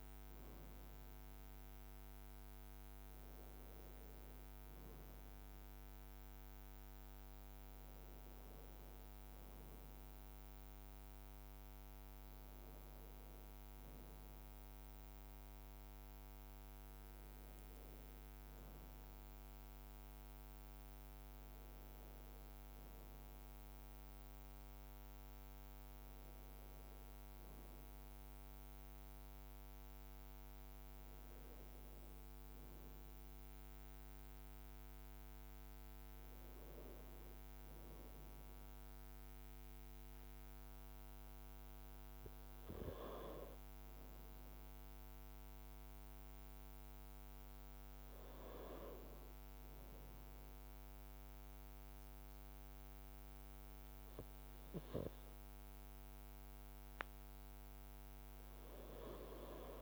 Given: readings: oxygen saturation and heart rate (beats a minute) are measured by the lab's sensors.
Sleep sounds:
breathing in sleep, hard to hear, by a microphone on the trachea; none
46.00-59.82 s: new sleep stage, N2 (light sleep)
From the record:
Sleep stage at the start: N1 (lightest sleep); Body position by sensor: on the right side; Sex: male

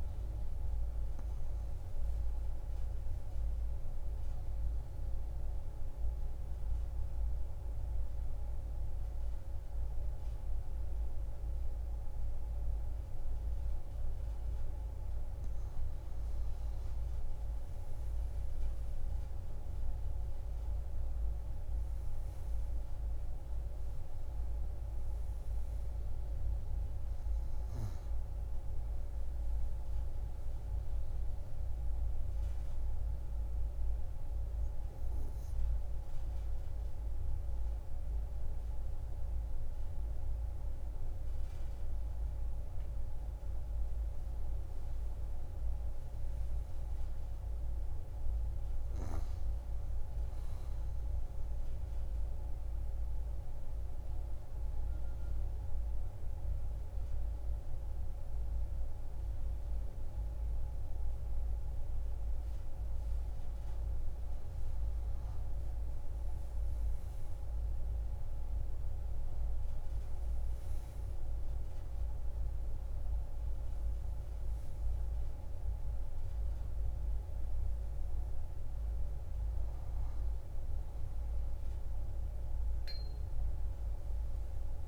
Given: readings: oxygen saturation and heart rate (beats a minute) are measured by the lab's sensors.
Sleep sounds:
breathing in sleep, hard to hear, by a room microphone; 3
0.00-5.50 s: oxygen desaturation (device-marked, oxygen 93% lowest)
4.50-16.50 s: obstructive apnea (oxygen 97% before, 91% lowest)
19.50-23.00 s: arousal
21.50-42.50 s: oxygen desaturation (device-marked, oxygen 95% before, 91% lowest)
33.50-44.00 s: obstructive apnea (oxygen 95% before, 91% lowest)
46.00-49.00 s: arousal
52.00-64.00 s: obstructive apnea (oxygen 97% before, 90% lowest)
66.00-70.00 s: arousal
75.50-84.88 s: oxygen desaturation (device-marked, oxygen 95% before, 91% lowest)
From the record:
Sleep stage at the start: N2 (light sleep); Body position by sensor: on the back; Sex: female

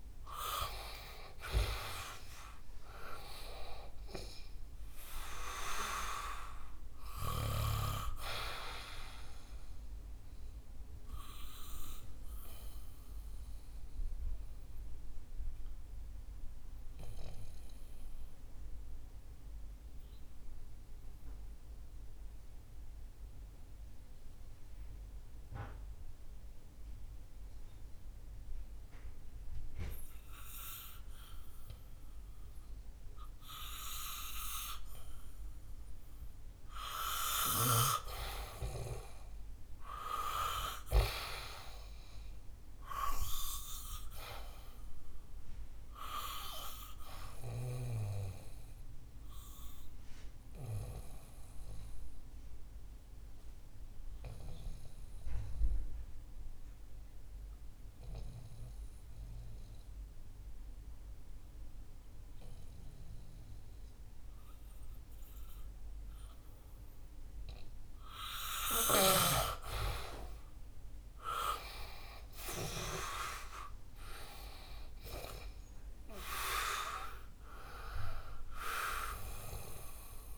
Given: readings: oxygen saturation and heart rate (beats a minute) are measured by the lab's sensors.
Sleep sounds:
breathing in sleep by a room microphone; 2
0.00-3.50 s: arousal
4.50-18.50 s: oxygen desaturation (device-marked, oxygen 96% before, 92% lowest, heart rate 67 before, 61 extreme)
12.00-35.50 s: obstructive apnea (oxygen 96% before, 89% lowest, heart rate 69 before, 61 extreme, up 3 after)
38.50-43.00 s: arousal
45.50-66.50 s: oxygen desaturation (device-marked, oxygen 98% before, 91% lowest, heart rate 68 before, 62 extreme)
48.50-68.00 s: obstructive apnea (oxygen 99% before, 90% lowest, heart rate 68 before, 62 extreme, up 10 after)
69.00-73.00 s: snoring (device-marked)
70.50-75.50 s: arousal
From the record:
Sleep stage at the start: N2 (light sleep); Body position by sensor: on the back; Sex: male

